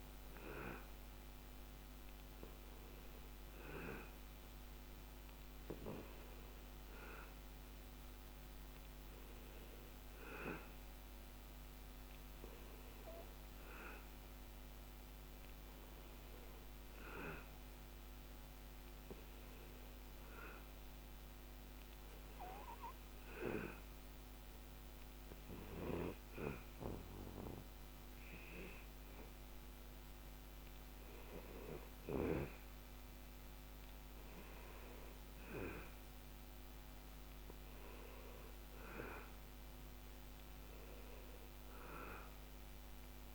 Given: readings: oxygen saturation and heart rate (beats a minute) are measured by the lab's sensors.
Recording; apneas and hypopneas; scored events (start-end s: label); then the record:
breathing in sleep by a microphone on the trachea; none
none scored
From the record:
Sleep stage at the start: N2 (light sleep); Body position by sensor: on the back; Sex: male